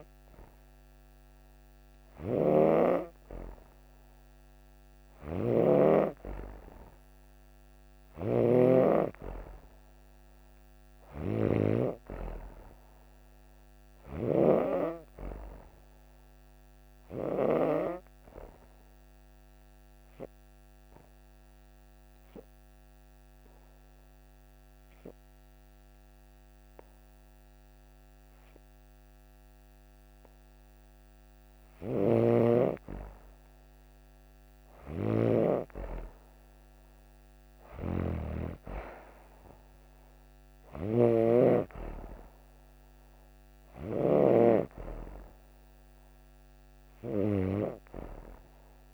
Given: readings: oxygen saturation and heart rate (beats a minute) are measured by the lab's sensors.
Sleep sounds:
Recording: breathing in sleep by a microphone on the trachea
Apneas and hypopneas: 1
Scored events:
0.00-4.50 s: oxygen desaturation (device-marked, oxygen 92% lowest)
0.00-11.50 s: snoring (device-marked)
17.50-30.50 s: obstructive apnea (oxygen 95% before, 92% lowest)
31.50-44.00 s: snoring (device-marked)
33.50-36.50 s: arousal
From the record:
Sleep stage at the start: N2 (light sleep)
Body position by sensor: on the back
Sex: female

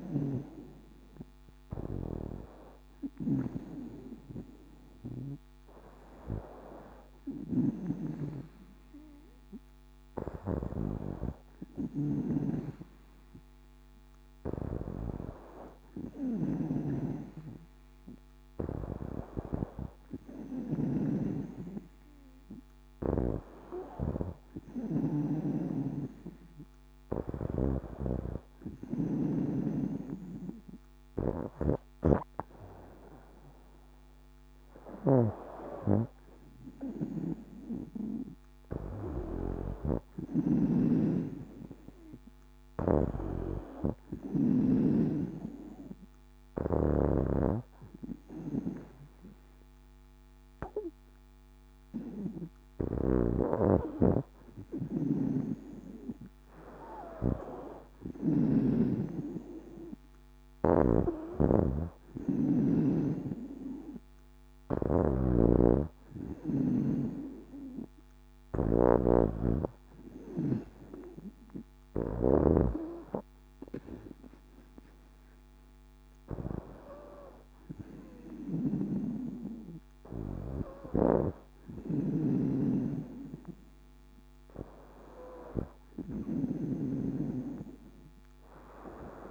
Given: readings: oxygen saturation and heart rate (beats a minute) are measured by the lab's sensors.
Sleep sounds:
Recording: breathing in sleep by a microphone on the trachea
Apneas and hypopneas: none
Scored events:
7.00-46.50 s: snoring (device-marked)
52.50-72.00 s: snoring (device-marked)
78.00-89.31 s: snoring (device-marked)
From the record:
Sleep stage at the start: N2 (light sleep)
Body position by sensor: on the back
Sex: female

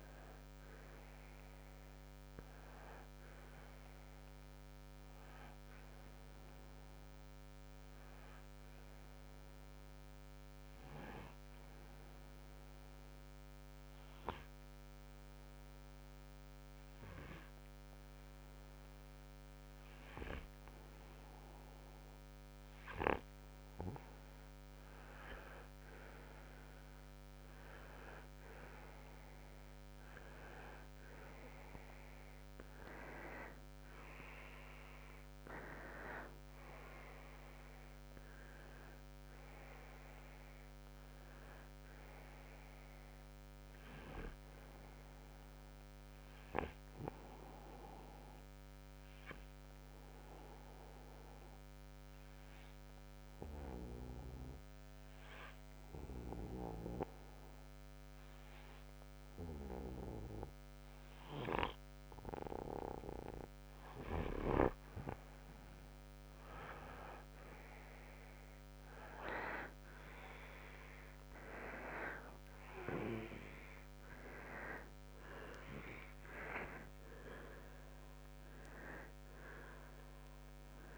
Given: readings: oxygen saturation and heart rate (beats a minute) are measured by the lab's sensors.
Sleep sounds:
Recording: breathing in sleep by a microphone on the trachea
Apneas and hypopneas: 2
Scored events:
10.00-22.00 s: obstructive apnea (oxygen 93% before, 91% lowest, heart rate 65 before, 54 extreme, up 4 after)
27.50-32.00 s: arousal
35.50-62.50 s: oxygen desaturation (device-marked, oxygen 96% before, 91% lowest, heart rate 60 before, 54 extreme)
48.00-62.50 s: obstructive apnea (oxygen 96% before, 91% lowest, heart rate 62 before, 54 extreme, up 2 after)
65.50-69.00 s: arousal
76.50-80.98 s: oxygen desaturation (device-marked, oxygen 96% before, 92% lowest, heart rate 60 before, 52 extreme)
From the record:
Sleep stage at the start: N2 (light sleep)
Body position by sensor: on the right side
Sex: male

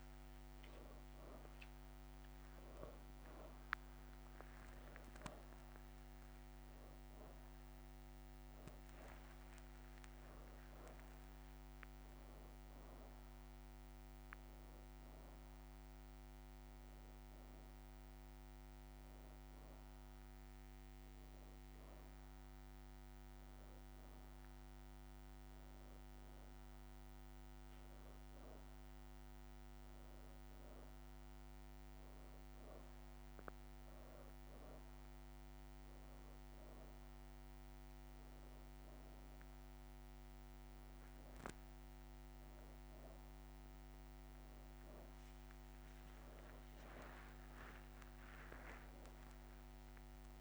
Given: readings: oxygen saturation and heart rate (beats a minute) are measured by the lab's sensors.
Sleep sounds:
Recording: a person awake in a sleep study, hard to hear, by a microphone on the trachea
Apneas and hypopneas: none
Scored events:
1.50-11.50 s: oxygen desaturation (device-marked, oxygen 92% before, 89% lowest, heart rate 141 before, 115 extreme)
23.00-24.50 s: leg movement (device-marked)
31.00-32.00 s: leg movement (device-marked)
45.50-50.00 s: leg movement (device-marked)
From the record:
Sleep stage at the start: awake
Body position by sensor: on the back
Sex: female

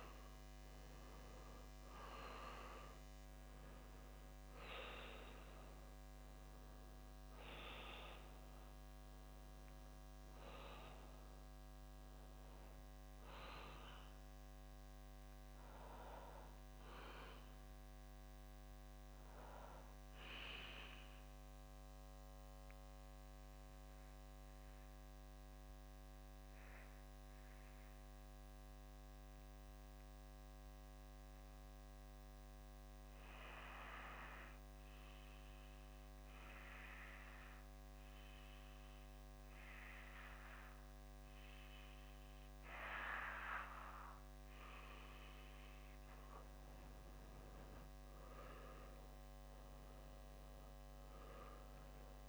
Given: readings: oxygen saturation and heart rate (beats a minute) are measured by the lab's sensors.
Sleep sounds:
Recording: breathing in sleep by a microphone on the trachea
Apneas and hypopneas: 1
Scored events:
0.00-2.00 s: arousal
13.00-43.50 s: obstructive apnea (oxygen 95% before, 92% lowest, heart rate 67 before, 60 extreme, up 6 after)
From the record:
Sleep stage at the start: REM sleep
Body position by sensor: on the back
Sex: male

